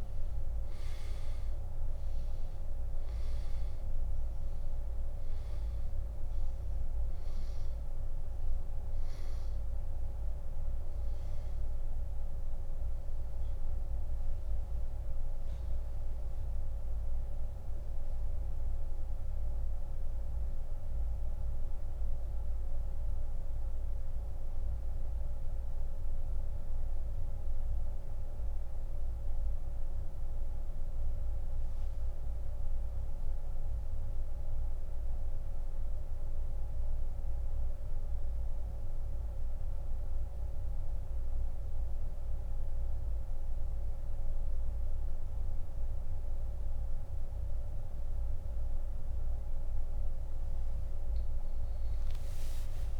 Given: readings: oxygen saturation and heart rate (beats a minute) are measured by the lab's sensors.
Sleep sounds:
breathing in sleep, hard to hear, by a room microphone; 1
0.00-46.50 s: oxygen desaturation (device-marked, oxygen 86% lowest)
18.50-48.50 s: central apnea (oxygen 97% before, 86% lowest)
51.50-53.00 s: arousal
From the record:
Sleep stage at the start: N2 (light sleep); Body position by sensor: on the back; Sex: male

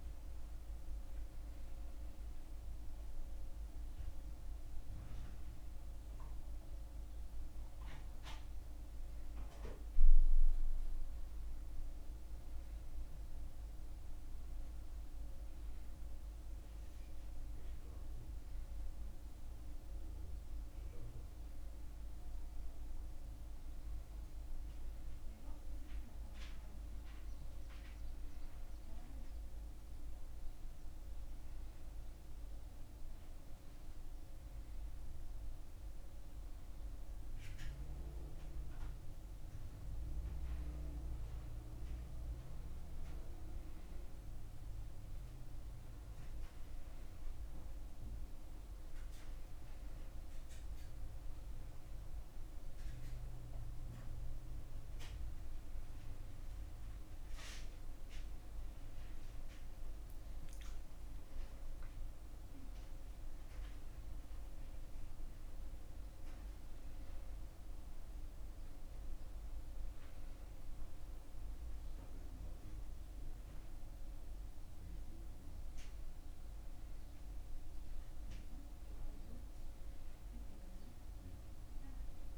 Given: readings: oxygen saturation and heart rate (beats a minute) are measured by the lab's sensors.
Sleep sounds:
breathing in sleep, hard to hear, by a room microphone; none
none scored
From the record:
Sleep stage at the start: N1 (lightest sleep); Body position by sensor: on the back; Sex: male

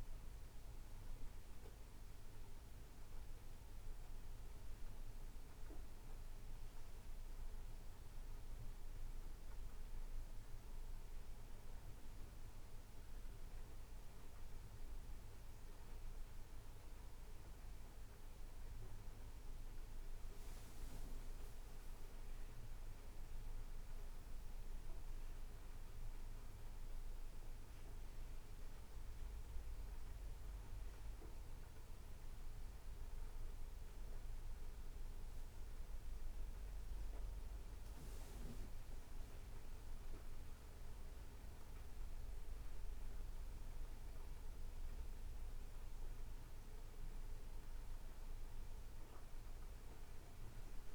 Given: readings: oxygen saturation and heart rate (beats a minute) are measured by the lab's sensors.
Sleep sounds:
a person partly awake in a sleep study, hard to hear, by a room microphone; 1
2.00-50.95 s: new sleep stage, N1 (lightest sleep)
8.50-20.50 s: hypopnea (oxygen 97% before, 95% lowest, heart rate 68 before, 64 extreme, up 11 after)
22.00-26.00 s: arousal
From the record:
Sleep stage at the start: awake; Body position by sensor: on the right side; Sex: male

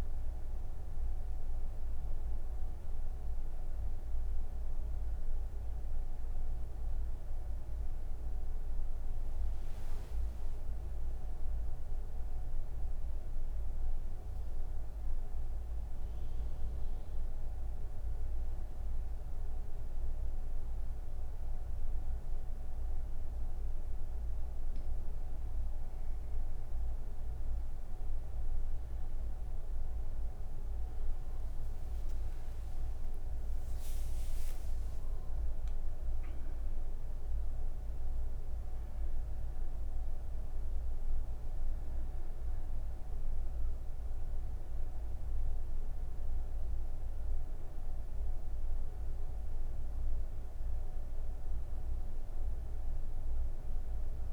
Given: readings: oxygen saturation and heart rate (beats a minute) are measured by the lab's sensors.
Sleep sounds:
breathing in sleep, hard to hear, by a room microphone; none
36.50-45.50 s: oxygen desaturation (device-marked, oxygen 98% before, 94% lowest)
From the record:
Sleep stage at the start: N3 (deep sleep); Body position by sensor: on the right side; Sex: female

